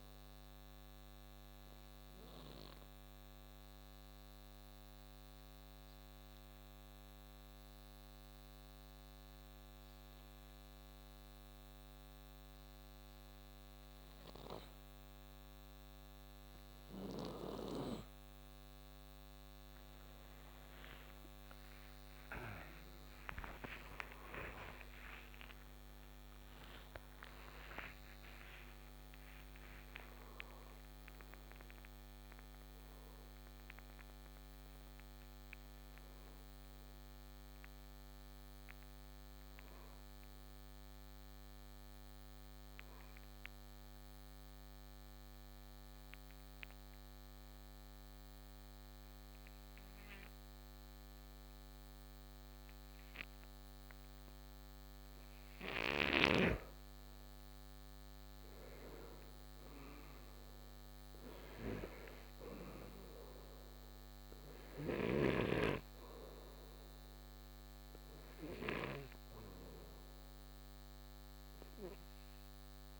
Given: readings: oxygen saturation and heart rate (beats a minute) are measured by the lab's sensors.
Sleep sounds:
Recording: breathing in sleep by a microphone on the trachea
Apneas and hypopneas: 2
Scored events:
0.00-11.50 s: oxygen desaturation (device-marked, oxygen 94% lowest, heart rate 53 extreme)
1.50-14.00 s: obstructive apnea (oxygen 99% before, 88% lowest, heart rate 59 before, 55 extreme, up 20 after)
17.00-23.50 s: snoring (device-marked)
20.50-28.50 s: oxygen desaturation (device-marked, oxygen 95% before, 91% lowest, heart rate 58 before, 55 extreme)
22.00-29.50 s: arousal
30.50-43.50 s: oxygen desaturation (device-marked, oxygen 94% before, 89% lowest, heart rate 83 before, 55 extreme)
43.00-56.00 s: obstructive apnea (oxygen 95% before, 88% lowest, heart rate 90 before, 54 extreme, up 10 after)
52.50-73.00 s: oxygen desaturation (device-marked, oxygen 98% before, 88% lowest, heart rate 63 before, 54 extreme)
58.00-61.50 s: arousal
From the record:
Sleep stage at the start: N2 (light sleep)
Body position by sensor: on the right side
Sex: male

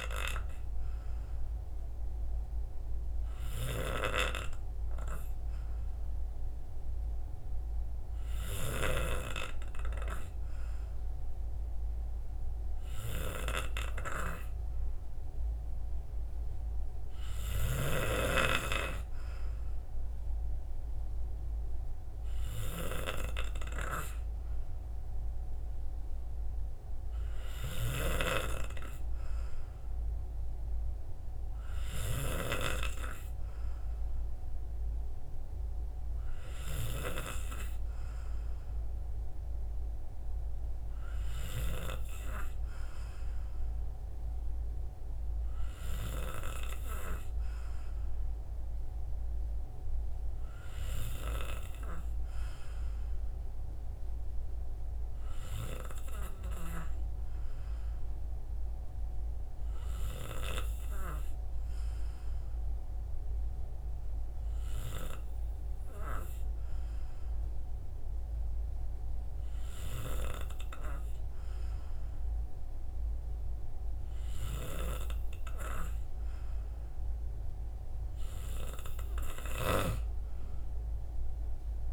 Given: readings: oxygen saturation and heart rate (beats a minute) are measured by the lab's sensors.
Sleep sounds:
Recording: breathing in sleep by a room microphone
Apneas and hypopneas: 1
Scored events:
50.00-54.00 s: arousal
56.50-76.50 s: hypopnea (oxygen 94% before, 91% lowest, heart rate 64 before, 57 extreme, up 11 after)
60.00-81.93 s: new sleep stage, N2 (light sleep)
75.00-81.93 s: oxygen desaturation (device-marked, oxygen 94% before, 91% lowest, heart rate 65 before, 57 extreme)
80.00-81.93 s: arousal
From the record:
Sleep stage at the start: N3 (deep sleep)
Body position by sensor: on the right side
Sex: male

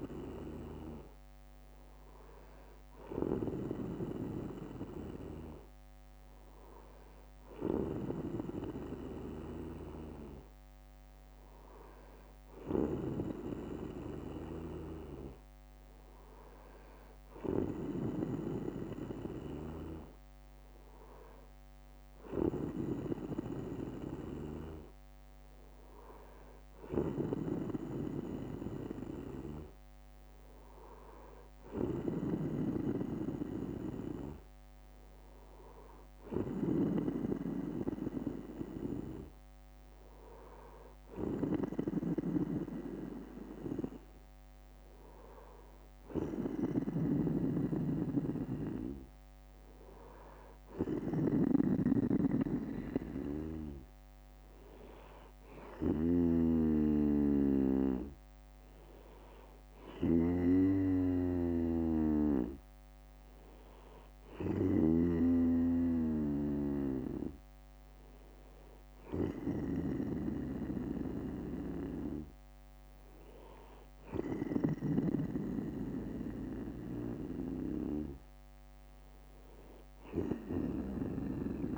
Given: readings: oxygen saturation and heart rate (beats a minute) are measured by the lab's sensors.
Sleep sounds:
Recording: breathing in sleep by a microphone on the trachea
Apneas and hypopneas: none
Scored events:
2.50-19.50 s: bradycardia (device-marked, heart rate 62 before, 58 extreme)
29.50-31.50 s: bradycardia (device-marked, heart rate 62 before, 61 extreme)
67.50-69.50 s: bradycardia (device-marked, heart rate 62 before, 63 extreme)
From the record:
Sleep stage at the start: N2 (light sleep)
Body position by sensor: on the back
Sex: male

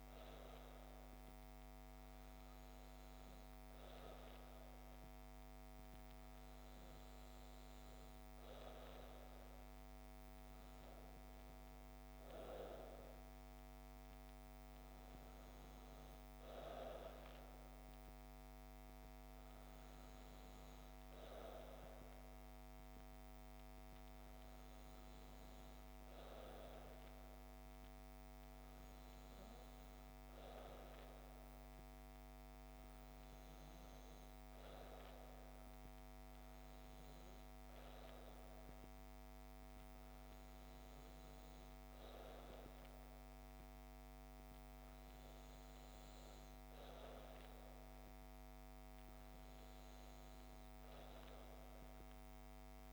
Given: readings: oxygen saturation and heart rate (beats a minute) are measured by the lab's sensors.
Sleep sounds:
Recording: breathing in sleep, hard to hear, by a microphone on the trachea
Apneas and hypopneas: none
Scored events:
none scored
From the record:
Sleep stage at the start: N2 (light sleep)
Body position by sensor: on the back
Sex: female

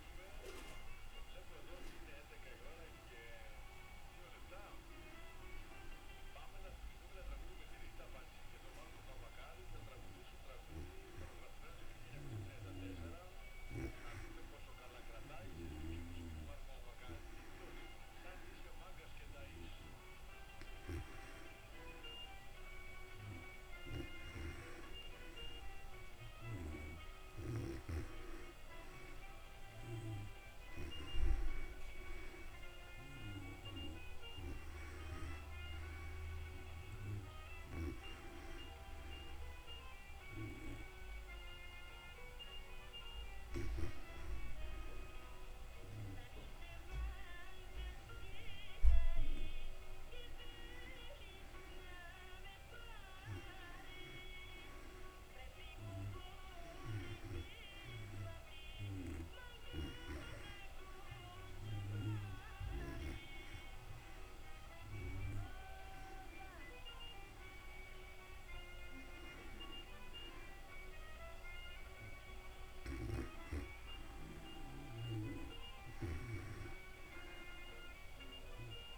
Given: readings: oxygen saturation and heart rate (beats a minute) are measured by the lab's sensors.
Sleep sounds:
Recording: breathing in sleep by a room microphone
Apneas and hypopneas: none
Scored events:
none scored
From the record:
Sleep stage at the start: N2 (light sleep)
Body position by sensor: on the back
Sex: female

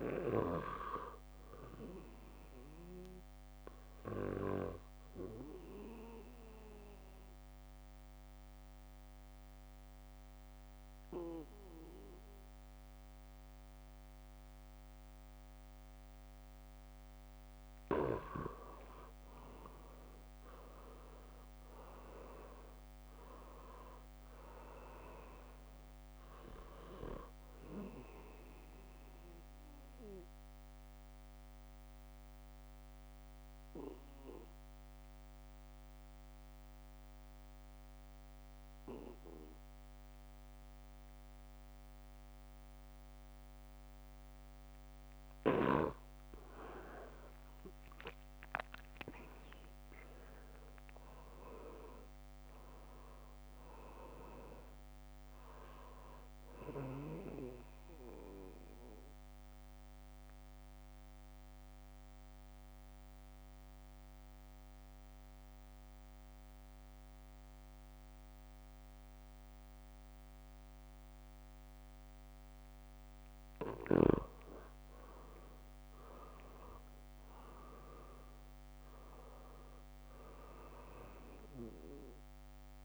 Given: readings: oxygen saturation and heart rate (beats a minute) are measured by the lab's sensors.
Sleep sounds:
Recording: breathing in sleep by a microphone on the trachea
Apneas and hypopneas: 3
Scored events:
0.00-11.00 s: oxygen desaturation (device-marked, oxygen 97% before, 87% lowest, heart rate 76 before, 75 extreme)
4.50-18.00 s: obstructive apnea (oxygen 97% before, 84% lowest, heart rate 76 before, 75 extreme, up 0 after)
20.00-23.00 s: arousal
23.00-40.00 s: oxygen desaturation (device-marked, oxygen 96% before, 85% lowest, heart rate 79 before, 74 extreme)
29.00-46.00 s: obstructive apnea (oxygen 96% before, 84% lowest, heart rate 78 before, 74 extreme)
41.50-47.00 s: leg movement (device-marked)
45.00-71.00 s: oxygen desaturation (device-marked, oxygen 98% before, 84% lowest, heart rate 79 before, 74 extreme)
48.00-52.50 s: arousal
60.00-74.50 s: obstructive apnea (oxygen 98% before, 84% lowest, heart rate 77 before, 74 extreme, up 0 after)
76.00-82.84 s: oxygen desaturation (device-marked, oxygen 98% before, 87% lowest, heart rate 78 before, 75 extreme)
76.50-80.00 s: arousal
From the record:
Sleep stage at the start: N2 (light sleep)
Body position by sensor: on the back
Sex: male

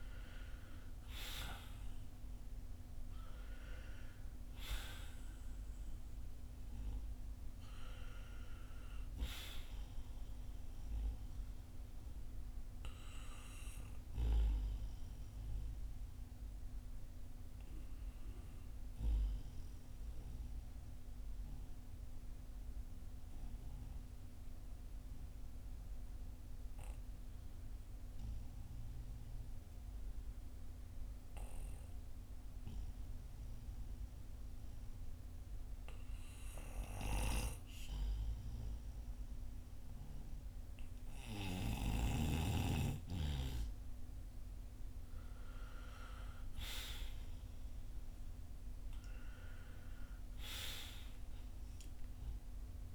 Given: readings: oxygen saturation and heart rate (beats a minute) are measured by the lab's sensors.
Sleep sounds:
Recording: breathing in sleep by a room microphone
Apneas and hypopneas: 1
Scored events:
15.00-40.00 s: obstructive apnea (oxygen 97% before, 92% lowest, heart rate 56 before, 45 extreme, up 6 after)
44.50-49.50 s: arousal
From the record:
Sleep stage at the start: N2 (light sleep)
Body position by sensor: on the back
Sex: male

